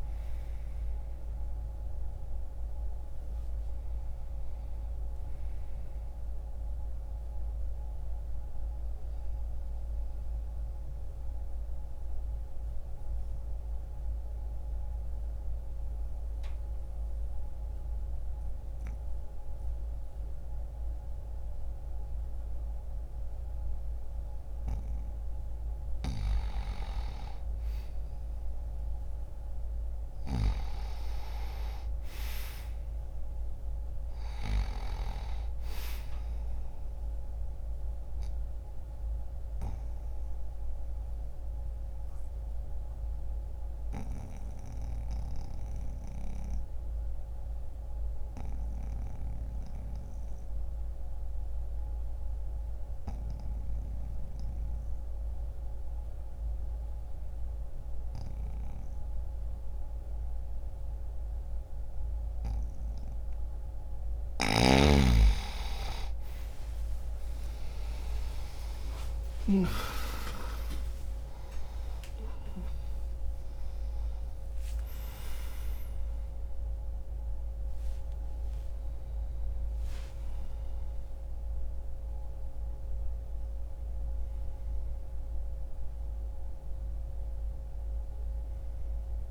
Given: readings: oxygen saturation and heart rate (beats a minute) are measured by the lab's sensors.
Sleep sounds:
breathing in sleep by a room microphone; 2
0.00-24.00 s: oxygen desaturation (device-marked, oxygen 92% lowest)
7.00-24.00 s: central apnea (oxygen 98% before, 89% lowest)
25.50-30.00 s: arousal
26.00-30.00 s: snoring (device-marked)
38.00-63.50 s: obstructive apnea (oxygen 97% before, 89% lowest)
42.00-55.00 s: oxygen desaturation (device-marked, oxygen 96% before, 89% lowest)
64.00-69.50 s: snoring (device-marked)
64.00-75.00 s: oxygen desaturation (device-marked, oxygen 95% before, 91% lowest)
65.00-71.00 s: arousal
85.00-89.31 s: new sleep stage, N1 (lightest sleep)
From the record:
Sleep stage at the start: N2 (light sleep); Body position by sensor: on the back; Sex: male

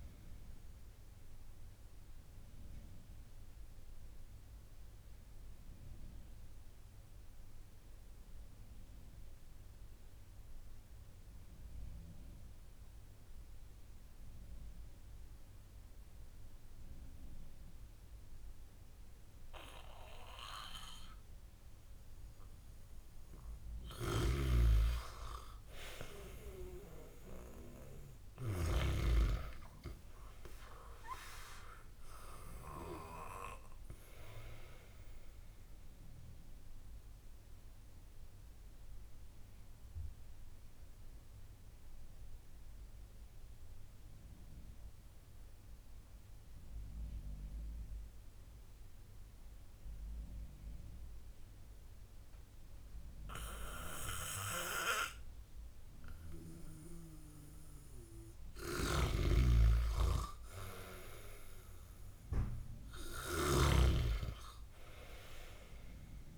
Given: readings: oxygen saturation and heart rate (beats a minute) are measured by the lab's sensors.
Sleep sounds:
breathing in sleep by a room microphone; 2
1.00-22.00 s: obstructive apnea (oxygen 97% before, 92% lowest)
24.50-27.50 s: arousal
30.00-48.00 s: oxygen desaturation (device-marked, oxygen 96% before, 92% lowest)
38.00-56.50 s: obstructive apnea (oxygen 97% before, 92% lowest)
58.50-63.00 s: arousal
59.00-64.00 s: snoring (device-marked)
From the record:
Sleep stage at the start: N2 (light sleep); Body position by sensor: on the back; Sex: male

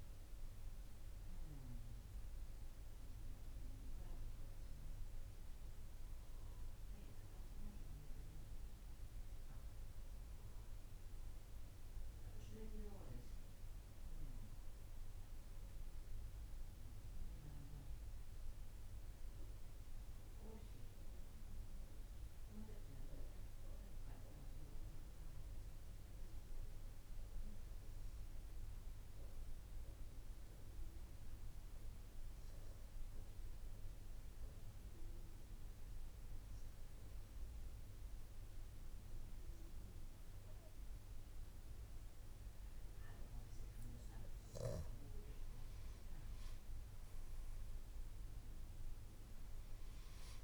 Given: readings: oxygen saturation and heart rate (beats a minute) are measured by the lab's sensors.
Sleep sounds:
breathing in sleep, hard to hear, by a room microphone; 1
33.50-45.00 s: obstructive apnea (oxygen 97% before, 92% lowest, heart rate 57 before, 56 extreme, up 11 after)
46.50-50.44 s: arousal
From the record:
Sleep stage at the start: N2 (light sleep); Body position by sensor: on the back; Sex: male

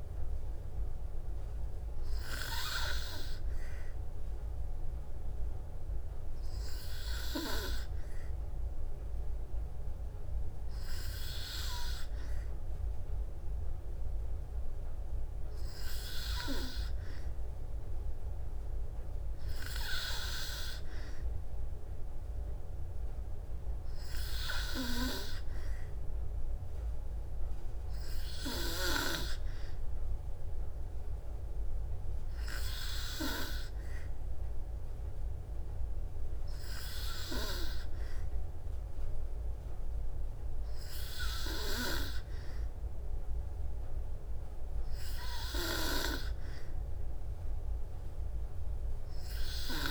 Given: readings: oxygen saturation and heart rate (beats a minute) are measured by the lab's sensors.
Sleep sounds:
breathing in sleep by a room microphone; none
none scored
From the record:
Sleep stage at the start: N2 (light sleep); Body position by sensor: on the back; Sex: female

